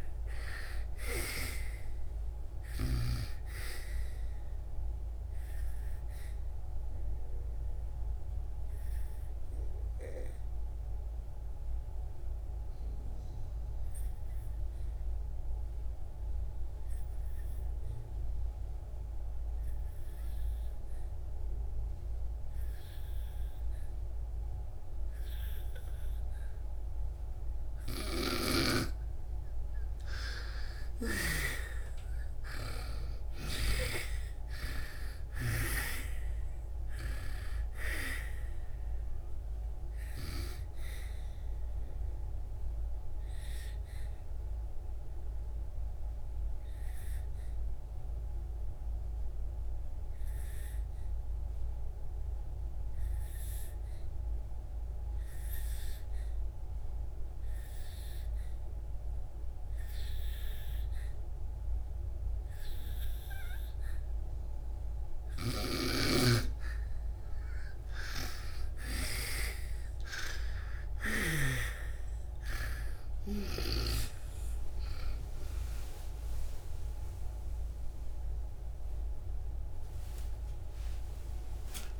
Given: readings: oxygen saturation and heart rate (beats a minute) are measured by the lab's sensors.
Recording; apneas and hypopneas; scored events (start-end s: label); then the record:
breathing in sleep by a room microphone; 2
0.00-27.00 s: oxygen desaturation (device-marked, oxygen 85% lowest, heart rate 57 extreme)
5.50-29.00 s: obstructive apnea (oxygen 98% before, 83% lowest, heart rate 74 before, 57 extreme, up 21 after)
28.50-34.00 s: snoring (device-marked)
29.00-61.00 s: oxygen desaturation (device-marked, oxygen 98% before, 83% lowest, heart rate 73 before, 48 extreme)
30.00-34.00 s: arousal
42.00-65.50 s: obstructive apnea (oxygen 98% before, 83% lowest, heart rate 87 before, 48 extreme, up 40 after)
66.00-71.50 s: snoring (device-marked)
74.00-81.99 s: oxygen desaturation (device-marked, oxygen 98% before, 85% lowest, heart rate 81 before, 48 extreme)
79.50-81.99 s: arousal
From the record:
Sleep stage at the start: N2 (light sleep); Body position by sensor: on the back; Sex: female